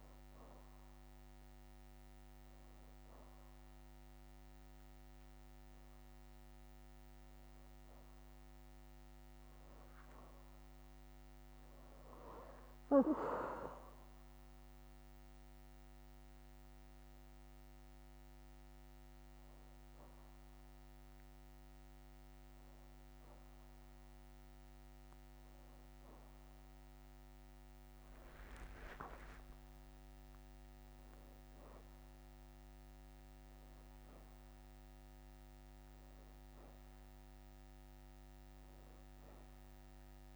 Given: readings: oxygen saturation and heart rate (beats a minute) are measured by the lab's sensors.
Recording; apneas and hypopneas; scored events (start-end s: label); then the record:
breathing in sleep by a microphone on the trachea; none
6.00-10.50 s: leg movement (device-marked)
20.00-28.00 s: oxygen desaturation (device-marked, oxygen 92% before, 89% lowest, heart rate 88 before, 85 extreme)
26.50-29.00 s: leg movement (device-marked)
28.50-32.50 s: arousal
From the record:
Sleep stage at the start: N2 (light sleep); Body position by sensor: on the back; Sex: female